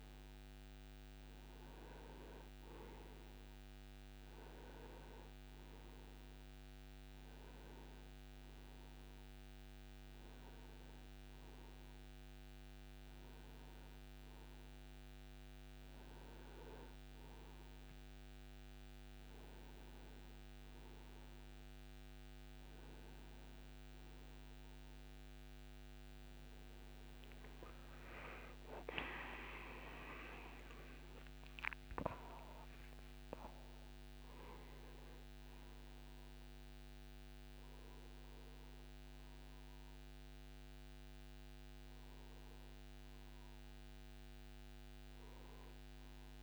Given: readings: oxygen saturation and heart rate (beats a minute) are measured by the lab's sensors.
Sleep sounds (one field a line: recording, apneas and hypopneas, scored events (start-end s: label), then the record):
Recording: breathing in sleep by a microphone on the trachea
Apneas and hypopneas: none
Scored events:
30.50-34.50 s: arousal
From the record:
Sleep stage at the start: N2 (light sleep)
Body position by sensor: on the right side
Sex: male